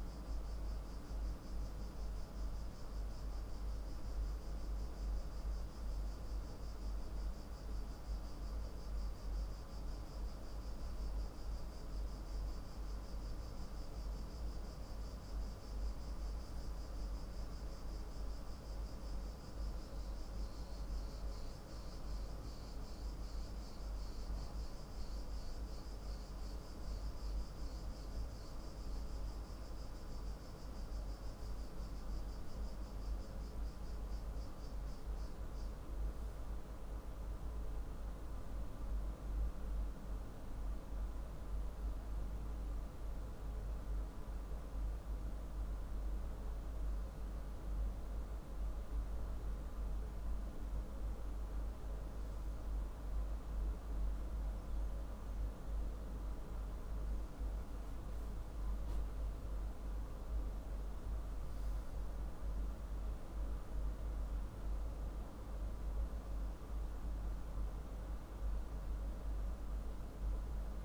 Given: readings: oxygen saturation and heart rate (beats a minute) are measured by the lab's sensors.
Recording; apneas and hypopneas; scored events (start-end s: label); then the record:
breathing in sleep, hard to hear, by a room microphone; none
none scored
From the record:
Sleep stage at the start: N3 (deep sleep); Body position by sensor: on the left side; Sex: male